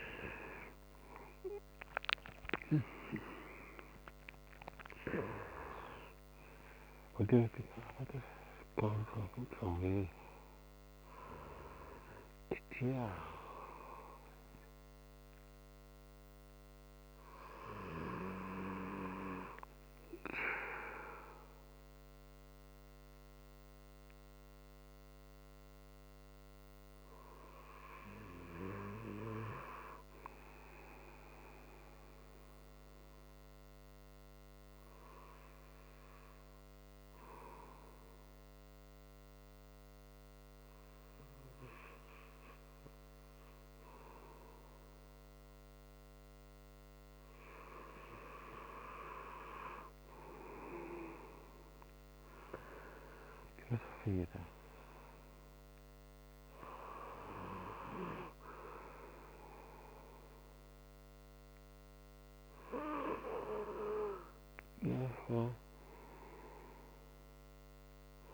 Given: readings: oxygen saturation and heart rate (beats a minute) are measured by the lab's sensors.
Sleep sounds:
breathing in sleep by a microphone on the trachea; 1
0.00-2.00 s: arousal
31.00-48.00 s: hypopnea (oxygen 98% before, 95% lowest)
51.00-55.00 s: arousal
From the record:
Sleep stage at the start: N2 (light sleep); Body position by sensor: on the right side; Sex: male

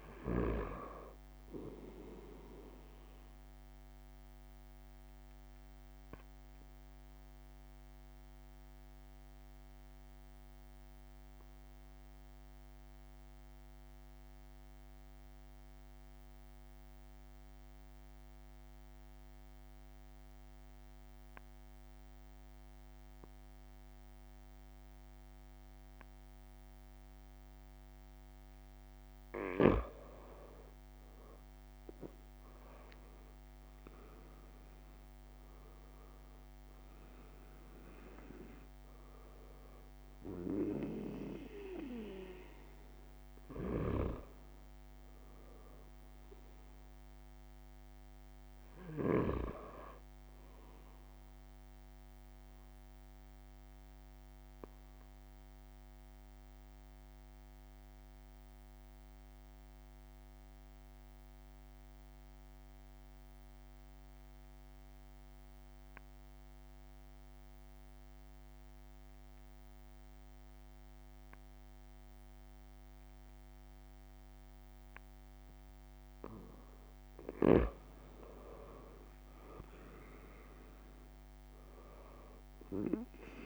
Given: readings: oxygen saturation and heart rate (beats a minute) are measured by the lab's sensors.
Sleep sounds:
breathing in sleep by a microphone on the trachea; 2
0.00-19.00 s: oxygen desaturation (device-marked, oxygen 91% lowest)
1.00-27.50 s: obstructive apnea (oxygen 97% before, 91% lowest)
7.50-9.50 s: long interval between heartbeats (device-marked)
14.00-16.00 s: long interval between heartbeats (device-marked)
19.50-21.50 s: long interval between heartbeats (device-marked)
23.50-25.50 s: long interval between heartbeats (device-marked)
27.50-29.50 s: long interval between heartbeats (device-marked)
30.00-34.00 s: arousal
34.00-63.00 s: oxygen desaturation (device-marked, oxygen 97% before, 91% lowest)
43.50-49.00 s: snoring (device-marked)
51.00-75.50 s: obstructive apnea (oxygen 97% before, 91% lowest)
61.00-63.00 s: long interval between heartbeats (device-marked)
69.00-71.00 s: long interval between heartbeats (device-marked)
72.50-74.50 s: long interval between heartbeats (device-marked)
76.50-78.50 s: long interval between heartbeats (device-marked, heart rate 31 before, 32 extreme)
78.50-83.46 s: arousal
82.00-83.46 s: oxygen desaturation (device-marked, oxygen 97% before, 93% lowest)
From the record:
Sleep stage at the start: N2 (light sleep); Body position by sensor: on the back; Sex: male

